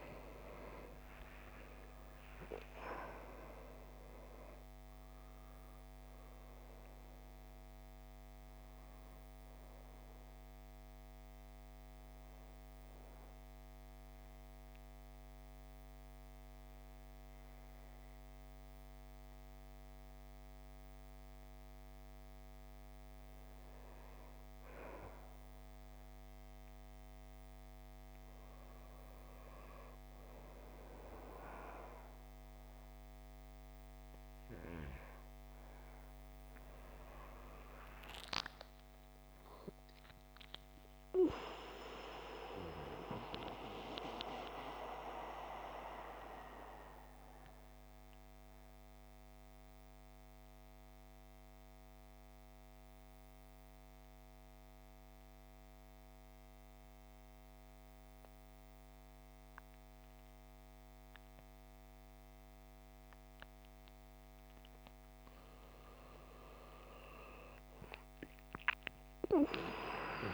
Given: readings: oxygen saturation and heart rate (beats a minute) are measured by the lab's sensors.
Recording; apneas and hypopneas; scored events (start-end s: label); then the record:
breathing in sleep by a microphone on the trachea; 2
0.00-27.00 s: oxygen desaturation (device-marked, oxygen 83% lowest, heart rate 51 extreme)
13.50-23.50 s: mixed apnea (oxygen 97% before, 83% lowest, heart rate 65 before, 51 extreme, up 2 after)
36.00-40.50 s: arousal
36.00-50.00 s: oxygen desaturation (device-marked, oxygen 98% before, 94% lowest, heart rate 52 before, 49 extreme)
43.50-64.00 s: central apnea (oxygen 98% before, 86% lowest, heart rate 54 before, 49 extreme, up 13 after)
66.00-70.34 s: arousal
69.00-70.34 s: oxygen desaturation (device-marked, oxygen 97% before, 88% lowest, heart rate 52 before, 52 extreme)
From the record:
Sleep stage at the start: N2 (light sleep); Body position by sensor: on the back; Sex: male